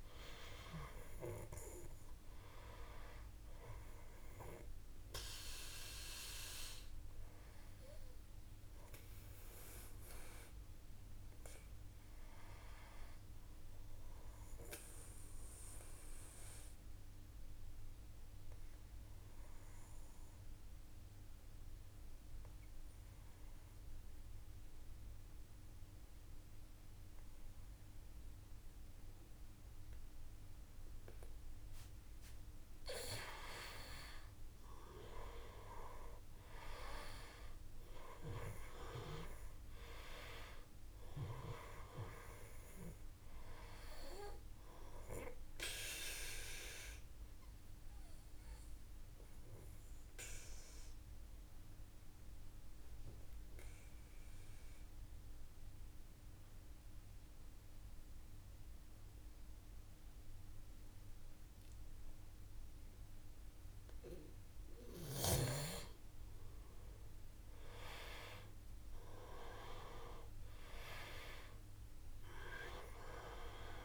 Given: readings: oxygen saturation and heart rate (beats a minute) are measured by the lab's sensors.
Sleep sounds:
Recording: breathing in sleep by a room microphone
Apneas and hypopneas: 2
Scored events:
0.50-20.50 s: oxygen desaturation (device-marked, oxygen 97% before, 89% lowest, heart rate 56 before, 53 extreme)
13.00-30.50 s: obstructive apnea (oxygen 97% before, 89% lowest, heart rate 56 before, 54 extreme, up 2 after)
33.50-39.00 s: arousal
38.50-57.50 s: oxygen desaturation (device-marked, oxygen 97% before, 90% lowest, heart rate 56 before, 54 extreme)
45.50-63.50 s: obstructive apnea (oxygen 97% before, 90% lowest, heart rate 57 before, 53 extreme, up 1 after)
69.00-73.50 s: arousal
From the record:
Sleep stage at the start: N2 (light sleep)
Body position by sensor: on the back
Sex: male

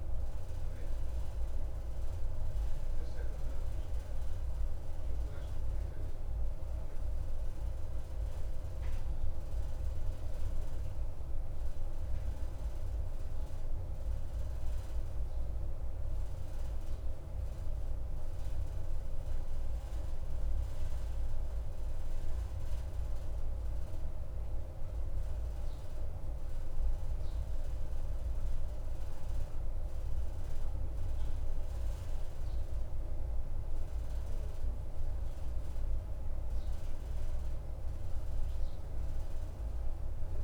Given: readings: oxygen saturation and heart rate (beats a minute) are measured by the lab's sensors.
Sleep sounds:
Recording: breathing in sleep, hard to hear, by a room microphone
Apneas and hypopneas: 1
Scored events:
5.50-34.00 s: mixed apnea (oxygen 95% before, 91% lowest, heart rate 56 before, 48 extreme, up 11 after)
From the record:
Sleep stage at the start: N2 (light sleep)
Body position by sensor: on the right side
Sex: male

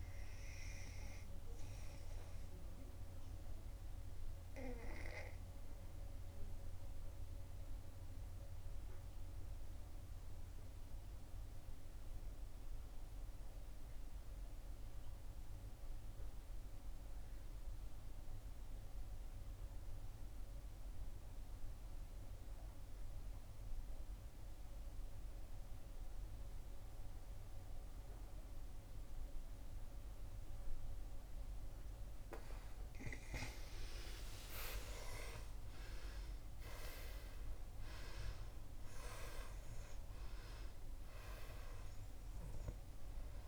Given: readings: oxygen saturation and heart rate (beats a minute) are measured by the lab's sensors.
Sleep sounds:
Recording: breathing in sleep by a room microphone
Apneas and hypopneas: 1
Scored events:
0.00-15.00 s: oxygen desaturation (device-marked, oxygen 91% lowest, heart rate 62 extreme)
3.50-32.00 s: obstructive apnea (oxygen 96% before, 88% lowest, heart rate 68 before, 62 extreme, up 7 after)
26.00-43.48 s: oxygen desaturation (device-marked, oxygen 96% before, 88% lowest, heart rate 63 before, 62 extreme)
34.00-38.50 s: arousal
From the record:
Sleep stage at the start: N2 (light sleep)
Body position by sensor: on the back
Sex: female

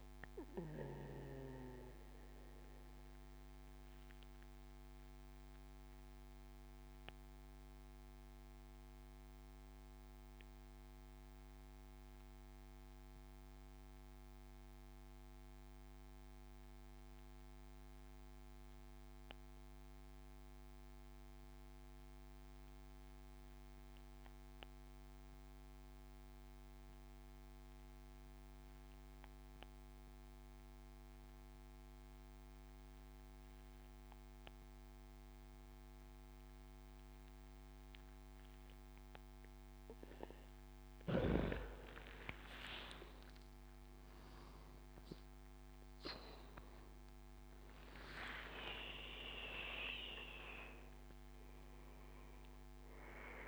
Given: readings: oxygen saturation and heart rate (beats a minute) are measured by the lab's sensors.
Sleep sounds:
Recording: breathing in sleep by a microphone on the trachea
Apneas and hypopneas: 1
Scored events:
0.00-1.00 s: oxygen desaturation (device-marked, oxygen 92% lowest, heart rate 59 extreme)
1.00-39.50 s: obstructive apnea (oxygen 99% before, 89% lowest, heart rate 75 before, 58 extreme, up 14 after)
27.00-53.48 s: oxygen desaturation (device-marked, oxygen 99% before, 89% lowest, heart rate 71 before, 58 extreme)
42.00-47.00 s: arousal
From the record:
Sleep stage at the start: N2 (light sleep)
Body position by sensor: on the back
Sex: male

